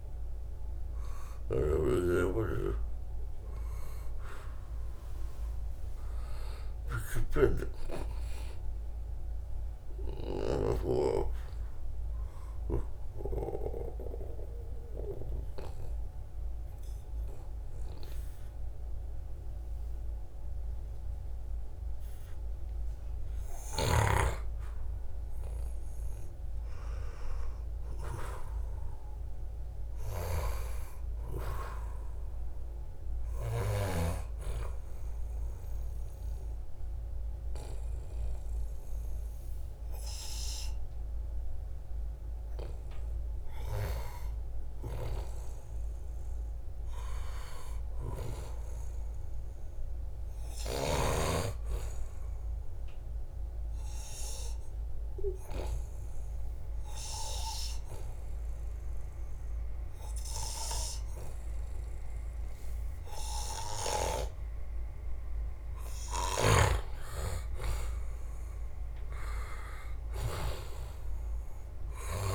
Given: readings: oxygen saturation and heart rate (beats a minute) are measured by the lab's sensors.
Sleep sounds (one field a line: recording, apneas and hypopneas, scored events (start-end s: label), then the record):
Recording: breathing in sleep by a room microphone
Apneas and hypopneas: 2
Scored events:
0.00-9.00 s: oxygen desaturation (device-marked, oxygen 90% lowest, heart rate 70 extreme)
1.00-7.50 s: snoring (device-marked)
4.50-6.50 s: long interval between heartbeats (device-marked, heart rate 77 before, 87 extreme)
11.00-23.50 s: obstructive apnea (oxygen 97% before, 92% lowest, heart rate 82 before, 73 extreme, up 0 after)
25.50-29.50 s: arousal
30.00-47.00 s: oxygen desaturation (device-marked, oxygen 96% before, 93% lowest, heart rate 77 before, 72 extreme)
51.00-64.50 s: obstructive apnea (oxygen 96% before, 87% lowest, heart rate 74 before, 72 extreme, up 2 after)
66.00-72.35 s: snoring (device-marked)
67.00-71.50 s: arousal
From the record:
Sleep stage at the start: N2 (light sleep)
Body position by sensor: on the back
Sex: male